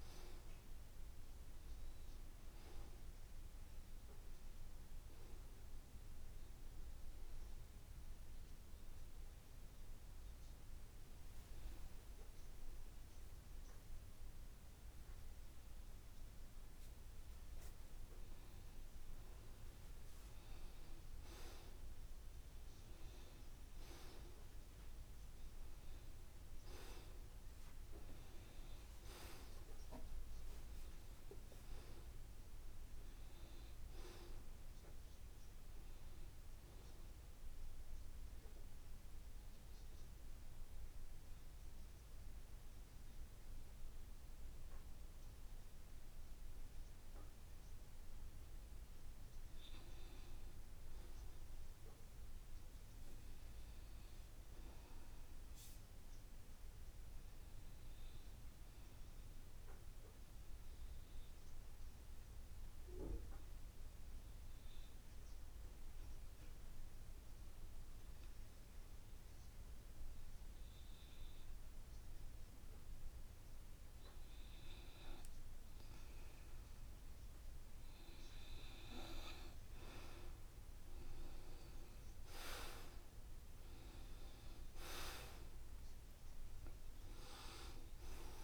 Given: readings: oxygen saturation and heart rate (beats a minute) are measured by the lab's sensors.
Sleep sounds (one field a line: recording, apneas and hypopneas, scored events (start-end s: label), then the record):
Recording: a person partly awake in a sleep study, by a room microphone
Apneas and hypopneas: 3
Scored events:
1.00-88.44 s: new sleep stage, N2 (light sleep)
6.00-19.00 s: hypopnea (oxygen 94% before, 89% lowest, heart rate 81 before, 73 extreme, up 3 after)
21.50-25.50 s: arousal
40.00-50.00 s: central apnea (oxygen 93% before, 86% lowest, heart rate 76 before, 61 extreme)
52.50-55.00 s: arousal
55.00-68.00 s: oxygen desaturation (device-marked, oxygen 93% before, 90% lowest, heart rate 70 before, 70 extreme)
57.50-74.50 s: obstructive apnea (oxygen 93% before, 86% lowest, heart rate 69 before, 74 extreme, up 4 after)
78.50-82.00 s: arousal
79.00-88.44 s: oxygen desaturation (device-marked, oxygen 92% before, 86% lowest, heart rate 74 before, 71 extreme)
From the record:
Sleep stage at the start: awake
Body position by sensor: on the back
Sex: male